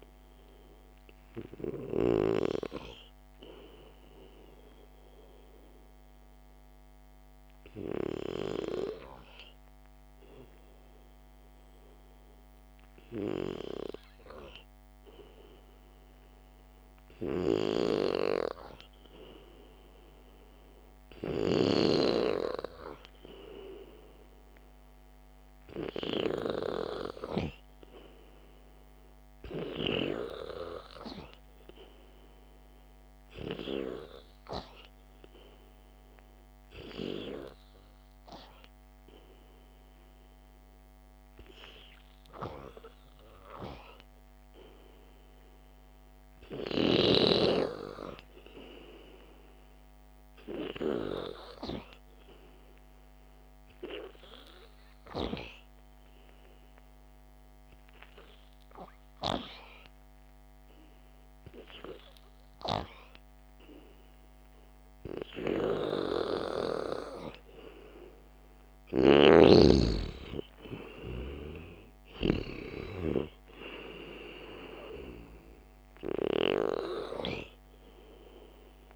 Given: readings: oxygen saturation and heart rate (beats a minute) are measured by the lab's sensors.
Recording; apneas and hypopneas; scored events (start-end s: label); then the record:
breathing in sleep by a microphone on the trachea; none
none scored
From the record:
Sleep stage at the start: N2 (light sleep); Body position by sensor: on the back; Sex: male